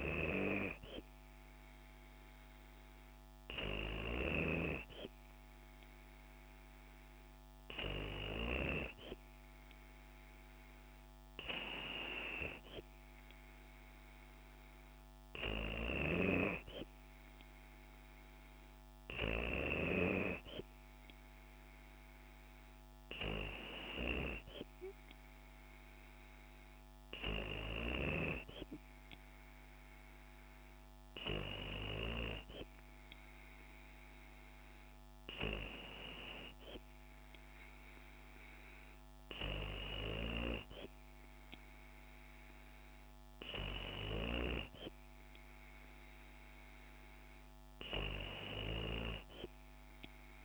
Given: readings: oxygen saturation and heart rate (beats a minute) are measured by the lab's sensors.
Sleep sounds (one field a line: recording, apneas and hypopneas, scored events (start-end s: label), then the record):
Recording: breathing in sleep by a microphone on the trachea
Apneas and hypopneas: none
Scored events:
none scored
From the record:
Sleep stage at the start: N2 (light sleep)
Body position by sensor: on the back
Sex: female